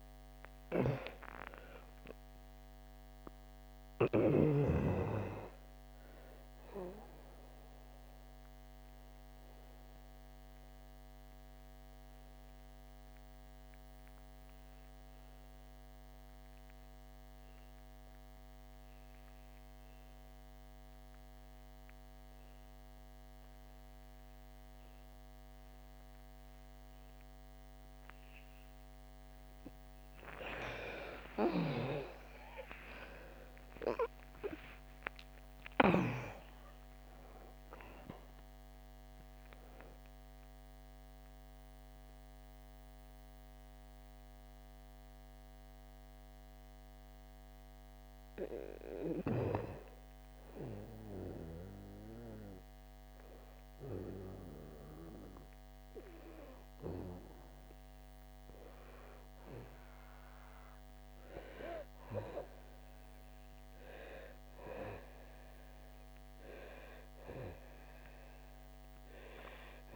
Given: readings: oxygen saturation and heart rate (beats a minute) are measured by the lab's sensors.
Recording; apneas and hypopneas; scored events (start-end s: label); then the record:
breathing in sleep by a microphone on the trachea; 2
0.00-17.50 s: oxygen desaturation (device-marked, oxygen 88% lowest, heart rate 60 extreme)
8.00-28.00 s: obstructive apnea (oxygen 98% before, 81% lowest, heart rate 68 before, 59 extreme, up 9 after)
24.50-61.50 s: oxygen desaturation (device-marked, oxygen 98% before, 81% lowest, heart rate 66 before, 59 extreme)
30.50-35.00 s: arousal
41.00-53.00 s: mixed apnea (oxygen 98% before, 81% lowest, heart rate 66 before, 59 extreme, up 8 after)
61.50-66.00 s: arousal
From the record:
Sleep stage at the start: N2 (light sleep); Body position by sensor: on the back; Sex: female